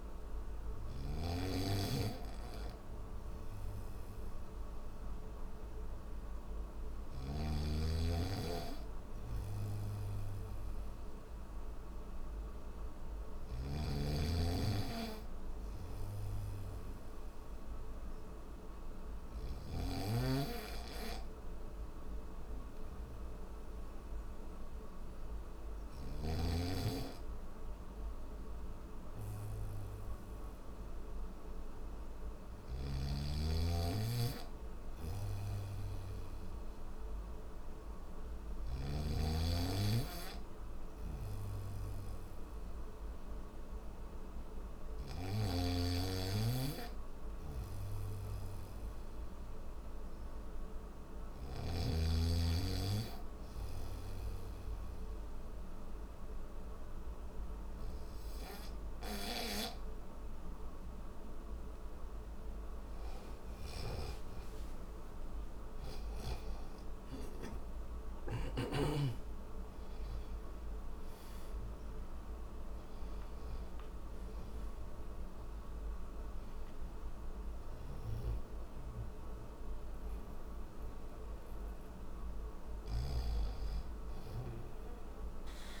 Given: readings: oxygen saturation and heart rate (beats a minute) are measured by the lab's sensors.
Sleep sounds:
breathing in sleep by a room microphone; none
6.50-19.00 s: snoring (device-marked)
32.00-38.50 s: snoring (device-marked)
44.50-51.00 s: snoring (device-marked)
63.00-68.50 s: snoring (device-marked)
From the record:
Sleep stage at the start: N1 (lightest sleep); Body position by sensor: on the back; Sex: male

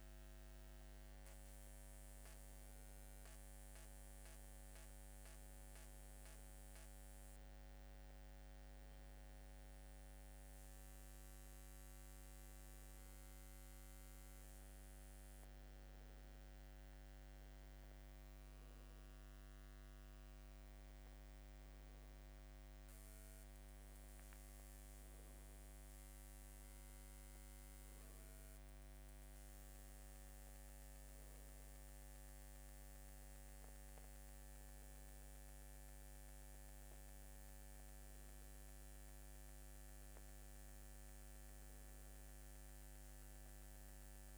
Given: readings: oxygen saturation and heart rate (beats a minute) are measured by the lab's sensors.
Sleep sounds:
breathing in sleep, hard to hear, by a microphone on the trachea; none
2.50-44.38 s: new sleep stage, N2 (light sleep)
From the record:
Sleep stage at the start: N1 (lightest sleep); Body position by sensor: on the back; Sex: male

